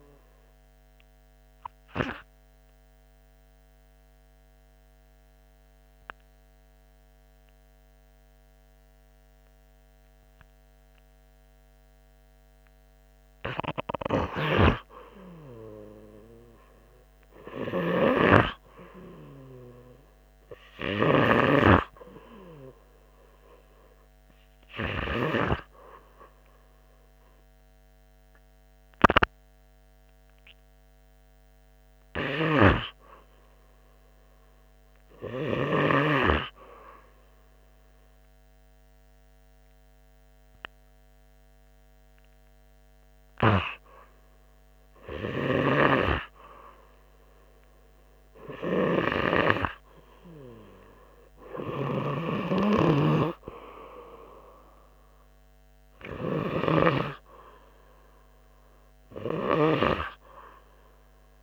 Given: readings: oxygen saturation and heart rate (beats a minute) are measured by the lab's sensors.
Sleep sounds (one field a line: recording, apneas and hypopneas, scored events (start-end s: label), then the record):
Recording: breathing in sleep by a microphone on the trachea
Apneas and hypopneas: 2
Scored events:
0.50-14.00 s: obstructive apnea (oxygen 94% before, 93% lowest, heart rate 86 before, 81 extreme, up 1 after)
15.50-19.00 s: arousal
38.50-49.50 s: hypopnea (oxygen 96% before, 93% lowest, heart rate 85 before, 83 extreme, up 8 after)
50.50-54.50 s: arousal
From the record:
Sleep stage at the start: N2 (light sleep)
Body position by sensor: on the right side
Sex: male